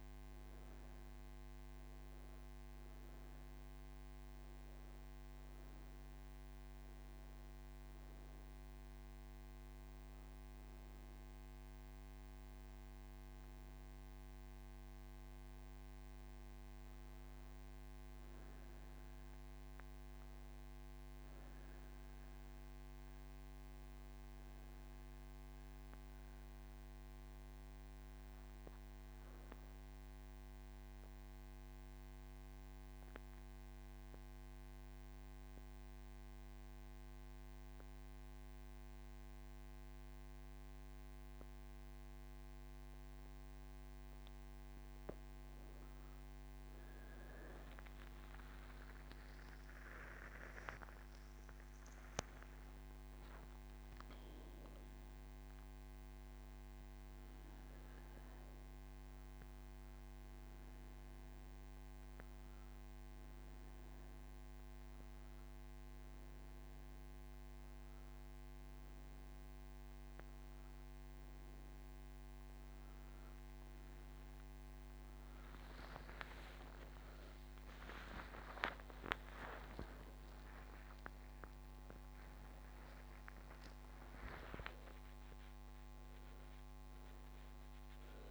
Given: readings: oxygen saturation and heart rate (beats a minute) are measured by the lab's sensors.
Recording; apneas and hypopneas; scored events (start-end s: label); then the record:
breathing in sleep, hard to hear, by a microphone on the trachea; 1
14.00-37.00 s: oxygen desaturation (device-marked, oxygen 98% before, 91% lowest)
26.50-45.50 s: obstructive apnea (oxygen 98% before, 93% lowest)
52.00-60.00 s: oxygen desaturation (device-marked, oxygen 100% before, 97% lowest)
52.00-88.31 s: new sleep stage, N1 (lightest sleep)
From the record:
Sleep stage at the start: N3 (deep sleep); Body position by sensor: on the right side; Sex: female